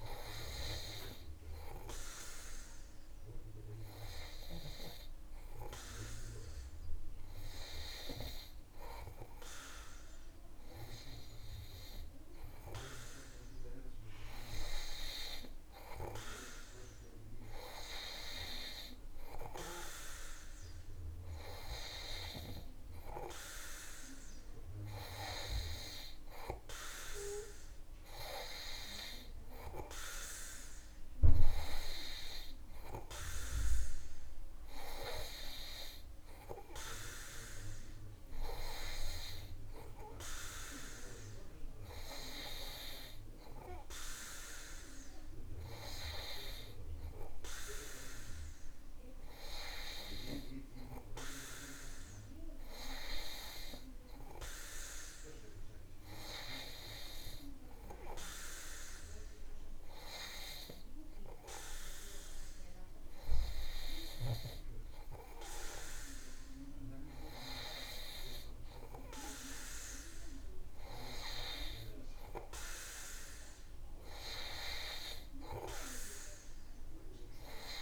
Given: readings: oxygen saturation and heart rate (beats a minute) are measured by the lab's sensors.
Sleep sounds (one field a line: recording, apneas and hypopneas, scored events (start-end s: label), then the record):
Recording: breathing in sleep by a room microphone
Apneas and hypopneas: none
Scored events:
none scored
From the record:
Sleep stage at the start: N2 (light sleep)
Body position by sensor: on the back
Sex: male